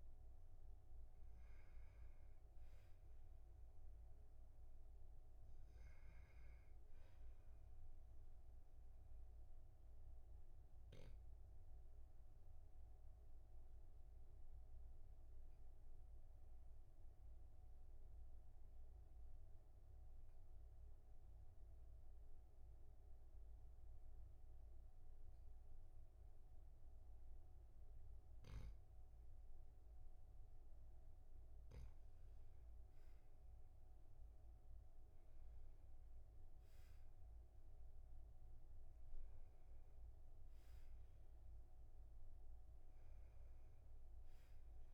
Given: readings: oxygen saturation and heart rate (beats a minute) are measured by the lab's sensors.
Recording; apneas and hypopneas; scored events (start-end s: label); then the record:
breathing in sleep, hard to hear, by a room microphone; 1
10.00-30.50 s: obstructive apnea (oxygen 99% before, 96% lowest, heart rate 48 before, 38 extreme, up 10 after)
33.00-37.00 s: arousal
From the record:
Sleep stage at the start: N2 (light sleep); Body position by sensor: on the back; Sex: male